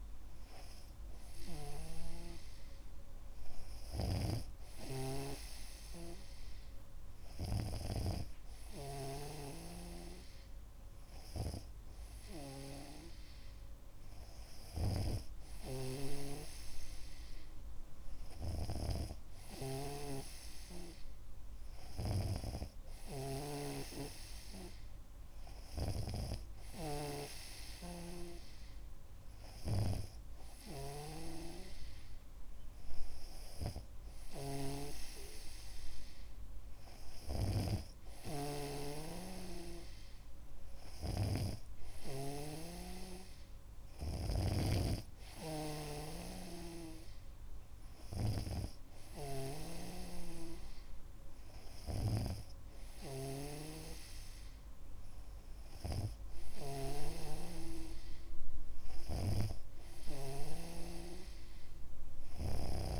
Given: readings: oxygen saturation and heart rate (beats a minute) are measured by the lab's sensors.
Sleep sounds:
breathing in sleep by a room microphone; none
0.00-2.50 s: snoring (device-marked)
4.50-8.50 s: snoring (device-marked)
15.00-57.50 s: snoring (device-marked)
59.50-63.00 s: snoring (device-marked)
From the record:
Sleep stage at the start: N2 (light sleep); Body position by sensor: on the back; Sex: male

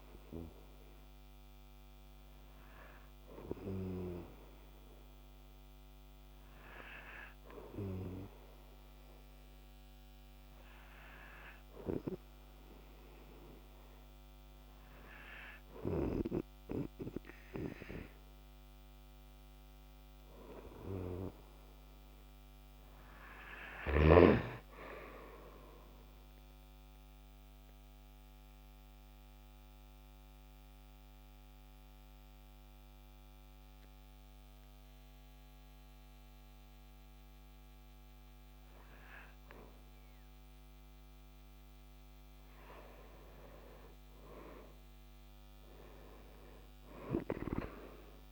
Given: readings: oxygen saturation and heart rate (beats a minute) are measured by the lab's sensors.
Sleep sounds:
breathing in sleep by a microphone on the trachea; 1
22.50-26.00 s: arousal
27.50-41.50 s: mixed apnea (oxygen 95% before, 91% lowest, heart rate 55 before, 50 extreme, up 9 after)
44.00-48.32 s: arousal
From the record:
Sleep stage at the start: N2 (light sleep); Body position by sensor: on the right side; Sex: male

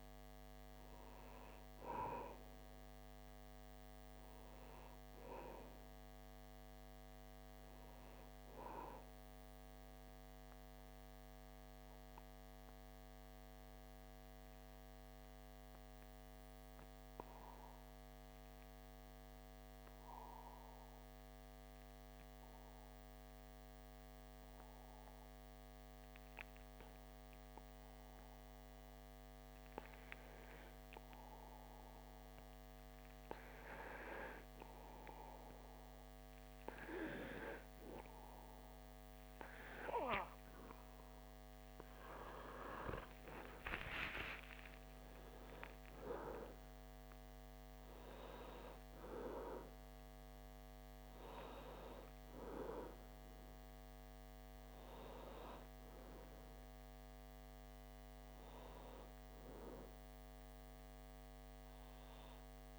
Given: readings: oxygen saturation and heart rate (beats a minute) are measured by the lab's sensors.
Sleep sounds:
breathing in sleep by a microphone on the trachea; 1
11.50-39.00 s: obstructive apnea (oxygen 97% before, 95% lowest)
41.00-45.50 s: arousal
43.50-60.50 s: oxygen desaturation (device-marked, oxygen 98% before, 95% lowest)
From the record:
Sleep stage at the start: REM sleep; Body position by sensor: on the back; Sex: male

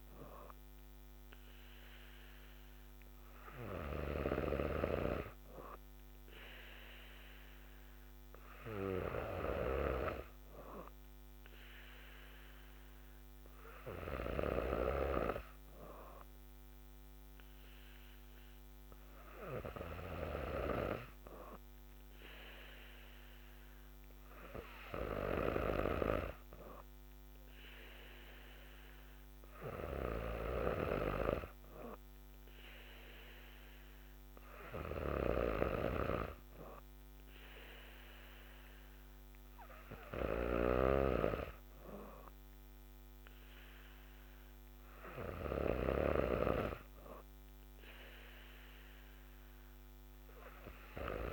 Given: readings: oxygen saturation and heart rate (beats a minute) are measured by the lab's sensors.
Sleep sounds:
breathing in sleep by a microphone on the trachea; none
35.50-46.00 s: snoring (device-marked)
From the record:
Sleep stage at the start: N3 (deep sleep); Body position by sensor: on the back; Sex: female

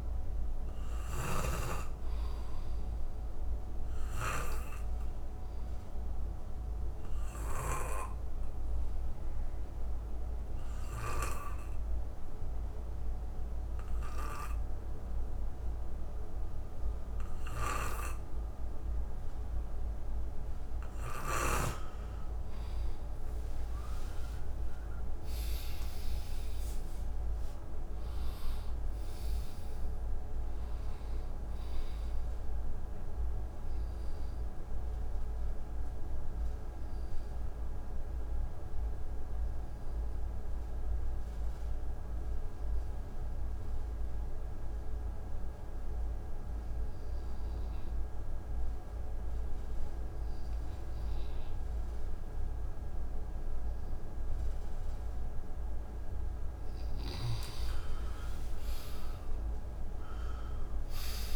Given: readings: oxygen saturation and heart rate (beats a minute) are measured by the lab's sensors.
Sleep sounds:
breathing in sleep by a room microphone; 2
0.00-2.00 s: arousal
1.00-15.00 s: oxygen desaturation (device-marked, oxygen 96% before, 90% lowest, heart rate 63 before, 58 extreme)
7.50-22.00 s: obstructive apnea (oxygen 96% before, 84% lowest, heart rate 63 before, 57 extreme, up 52 after)
22.00-44.00 s: oxygen desaturation (device-marked, oxygen 93% before, 87% lowest, heart rate 65 before, 57 extreme)
23.50-28.50 s: arousal
38.00-55.50 s: obstructive apnea (oxygen 93% before, 83% lowest, heart rate 83 before, 60 extreme, up 19 after)
53.00-61.36 s: oxygen desaturation (device-marked, oxygen 97% before, 84% lowest, heart rate 63 before, 60 extreme)
57.00-61.36 s: snoring (device-marked)
58.00-61.36 s: arousal
From the record:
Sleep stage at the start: N2 (light sleep); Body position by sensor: on the back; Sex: male

